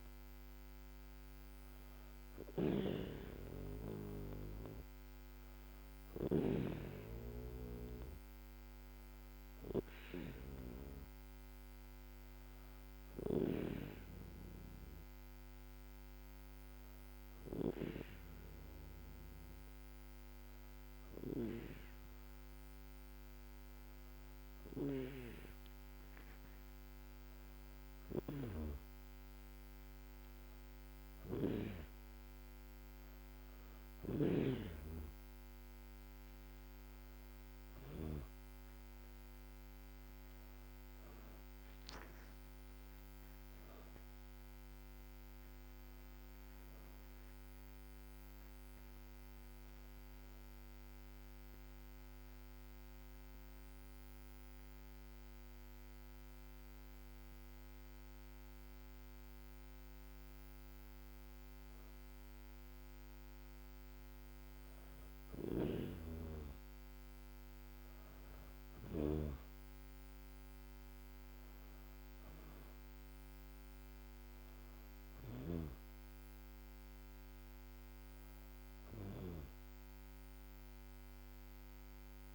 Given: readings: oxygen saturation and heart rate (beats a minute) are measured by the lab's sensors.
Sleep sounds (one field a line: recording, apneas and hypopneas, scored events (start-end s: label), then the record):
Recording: breathing in sleep by a microphone on the trachea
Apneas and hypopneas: 2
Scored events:
6.00-27.00 s: hypopnea (oxygen 94% before, 94% lowest, heart rate 82 before, 78 extreme, up 2 after)
29.00-33.50 s: arousal
39.50-44.00 s: arousal
50.50-63.00 s: hypopnea (oxygen 97% before, 94% lowest, heart rate 80 before, 76 extreme, up 2 after)
66.00-82.35 s: oxygen desaturation (device-marked, oxygen 97% before, 94% lowest, heart rate 79 before, 76 extreme)
69.50-73.00 s: arousal
From the record:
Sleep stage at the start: N2 (light sleep)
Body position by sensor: on the back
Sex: female